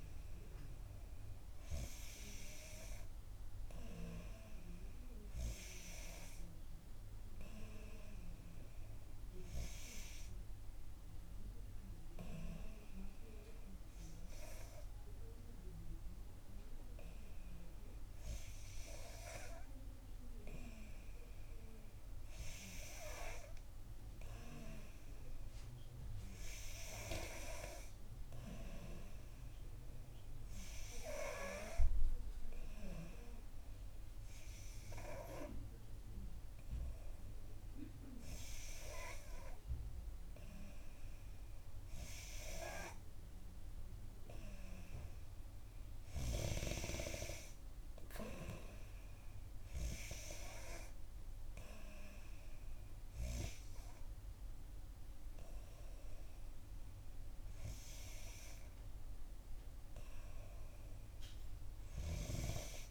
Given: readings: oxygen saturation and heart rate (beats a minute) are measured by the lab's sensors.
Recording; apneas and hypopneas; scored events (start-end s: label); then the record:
breathing in sleep by a room microphone; none
none scored
From the record:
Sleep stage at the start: N2 (light sleep); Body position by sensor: on the back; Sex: female